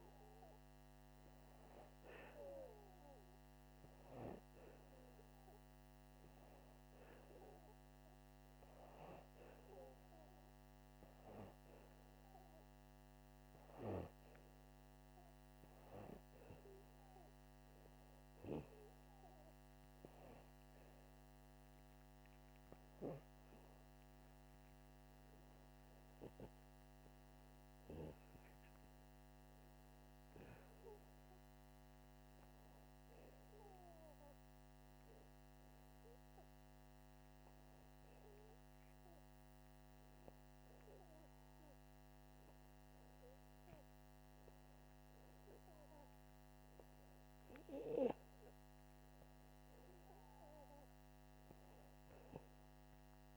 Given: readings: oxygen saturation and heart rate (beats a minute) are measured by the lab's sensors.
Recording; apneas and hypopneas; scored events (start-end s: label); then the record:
breathing in sleep by a microphone on the trachea; none
none scored
From the record:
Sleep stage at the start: N2 (light sleep); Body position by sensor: upright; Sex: male